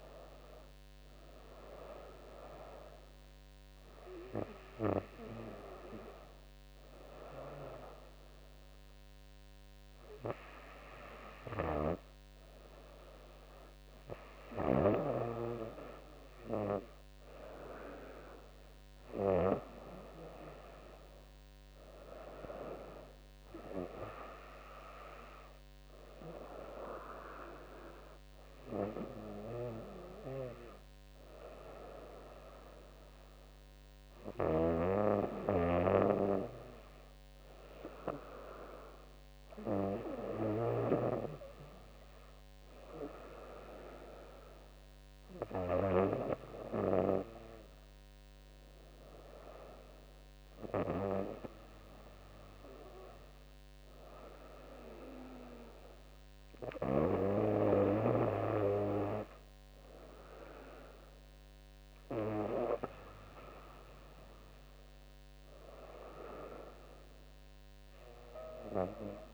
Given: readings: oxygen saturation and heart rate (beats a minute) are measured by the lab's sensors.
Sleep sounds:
breathing in sleep by a microphone on the trachea; 1
3.50-14.50 s: hypopnea (oxygen 96% before, 93% lowest, heart rate 81 before, 75 extreme, up 10 after)
11.50-15.50 s: snoring (device-marked)
17.00-20.50 s: arousal
19.00-30.00 s: drop in pulse transit time (device-marked, heart rate 79 before, 81 extreme)
24.00-36.00 s: oxygen desaturation (device-marked, oxygen 96% before, 93% lowest, heart rate 80 before, 79 extreme)
34.50-41.00 s: snoring (device-marked)
From the record:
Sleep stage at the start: N2 (light sleep); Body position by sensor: on the right side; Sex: female

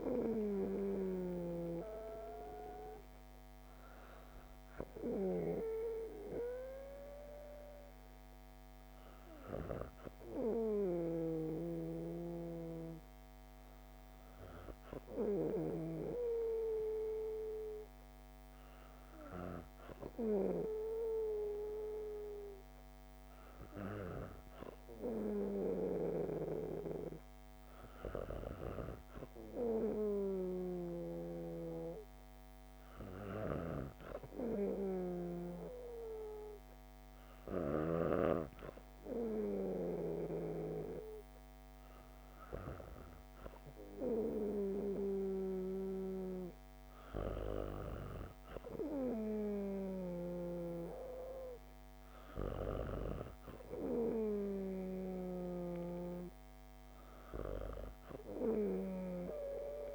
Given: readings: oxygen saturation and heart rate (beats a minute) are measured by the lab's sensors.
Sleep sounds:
breathing in sleep by a microphone on the trachea; none
0.00-1.00 s: snoring (device-marked)
25.50-37.50 s: snoring (device-marked)
49.50-55.50 s: snoring (device-marked)
From the record:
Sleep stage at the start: N2 (light sleep); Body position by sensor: on the back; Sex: female

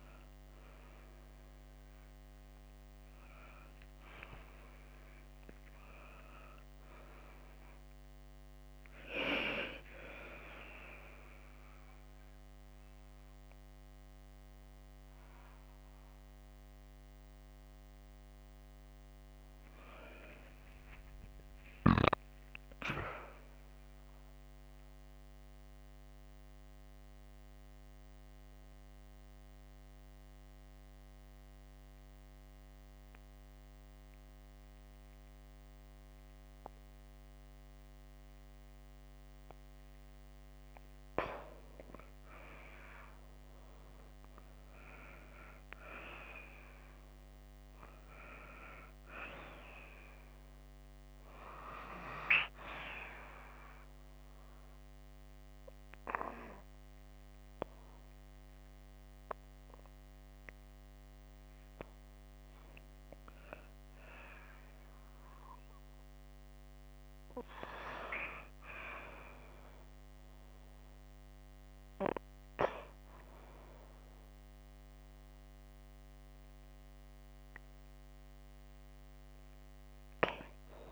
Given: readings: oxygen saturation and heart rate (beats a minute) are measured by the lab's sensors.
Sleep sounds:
a person partly awake in a sleep study, by a microphone on the trachea; 2
0.00-5.50 s: oxygen desaturation (device-marked, oxygen 86% lowest)
18.50-80.92 s: new sleep stage, N2 (light sleep)
25.00-40.50 s: central apnea (oxygen 97% before, 90% lowest)
43.50-46.50 s: arousal
53.00-63.00 s: obstructive apnea (oxygen 98% before, 89% lowest, heart rate 31 before, 41 extreme, up 20 after)
59.50-80.92 s: oxygen desaturation (device-marked, oxygen 98% before, 90% lowest, heart rate 39 before, 54 extreme)
65.00-68.50 s: arousal
From the record:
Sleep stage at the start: awake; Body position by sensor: on the back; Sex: female

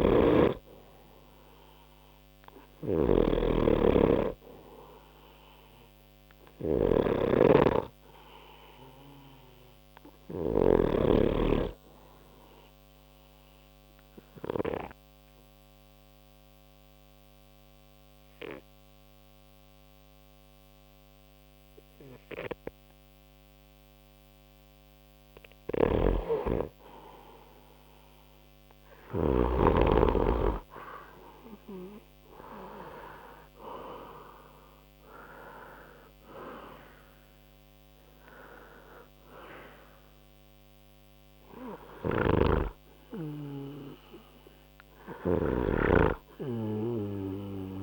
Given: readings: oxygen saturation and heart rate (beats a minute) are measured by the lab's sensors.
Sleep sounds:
breathing in sleep by a microphone on the trachea; 1
0.00-1.00 s: arousal
0.00-11.00 s: snoring (device-marked)
13.00-25.50 s: obstructive apnea (oxygen 95% before, 89% lowest, heart rate 64 before, 60 extreme, up 2 after)
25.50-29.50 s: snoring (device-marked)
27.00-29.50 s: arousal
42.00-47.83 s: snoring (device-marked)
From the record:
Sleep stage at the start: N2 (light sleep); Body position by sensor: on the right side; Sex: male

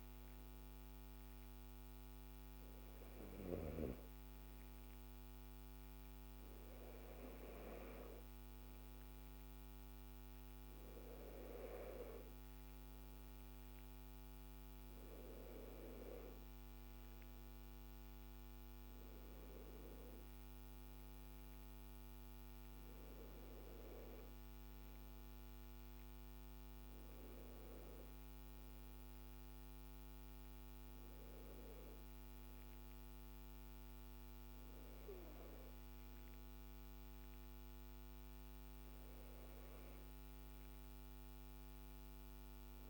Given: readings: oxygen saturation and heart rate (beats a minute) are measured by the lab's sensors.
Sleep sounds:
breathing in sleep by a microphone on the trachea; none
none scored
From the record:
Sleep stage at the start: N2 (light sleep); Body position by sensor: on the left side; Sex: male

